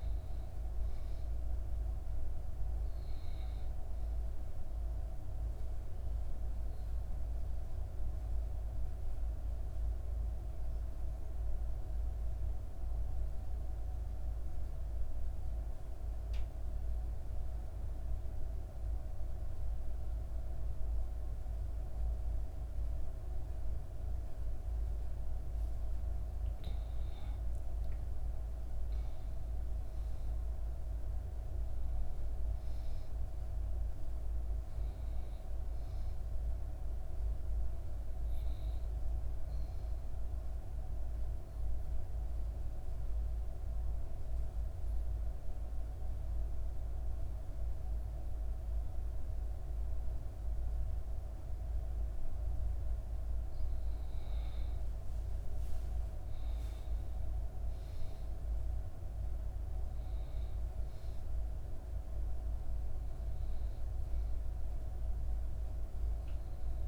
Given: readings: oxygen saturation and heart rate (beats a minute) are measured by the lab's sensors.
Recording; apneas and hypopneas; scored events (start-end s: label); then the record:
breathing in sleep, hard to hear, by a room microphone; 2
0.00-15.00 s: oxygen desaturation (device-marked, oxygen 88% lowest, heart rate 58 extreme)
6.00-26.00 s: obstructive apnea (oxygen 98% before, 88% lowest, heart rate 62 before, 57 extreme, up 5 after)
27.50-31.50 s: arousal
31.00-48.00 s: oxygen desaturation (device-marked, oxygen 98% before, 92% lowest, heart rate 59 before, 57 extreme)
40.00-53.50 s: obstructive apnea (oxygen 98% before, 90% lowest, heart rate 61 before, 57 extreme, up 6 after)
55.00-58.50 s: arousal
From the record:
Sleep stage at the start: N2 (light sleep); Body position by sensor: on the back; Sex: female